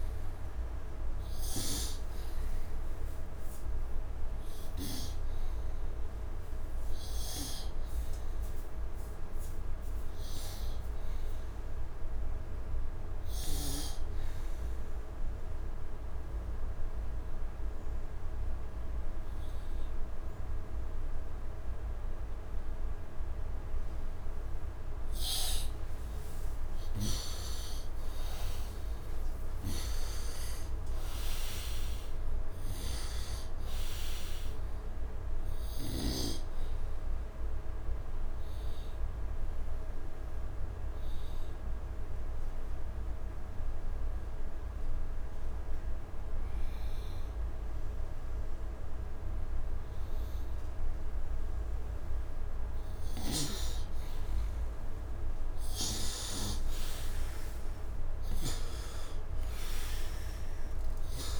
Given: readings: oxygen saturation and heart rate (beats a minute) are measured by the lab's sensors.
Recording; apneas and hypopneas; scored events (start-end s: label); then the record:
breathing in sleep by a room microphone; 2
0.00-18.50 s: oxygen desaturation (device-marked, oxygen 85% lowest, heart rate 75 extreme)
14.50-25.00 s: obstructive apnea (oxygen 96% before, 86% lowest, heart rate 80 before, 75 extreme, up 12 after)
26.00-31.50 s: arousal
30.50-47.50 s: oxygen desaturation (device-marked, oxygen 100% before, 88% lowest, heart rate 83 before, 75 extreme)
38.50-54.00 s: obstructive apnea (oxygen 100% before, 88% lowest, heart rate 84 before, 75 extreme, up 26 after)
54.50-61.39 s: oxygen desaturation (device-marked, oxygen 99% before, 89% lowest, heart rate 79 before, 75 extreme)
57.50-61.39 s: arousal
From the record:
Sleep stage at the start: N2 (light sleep); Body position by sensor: on the right side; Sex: male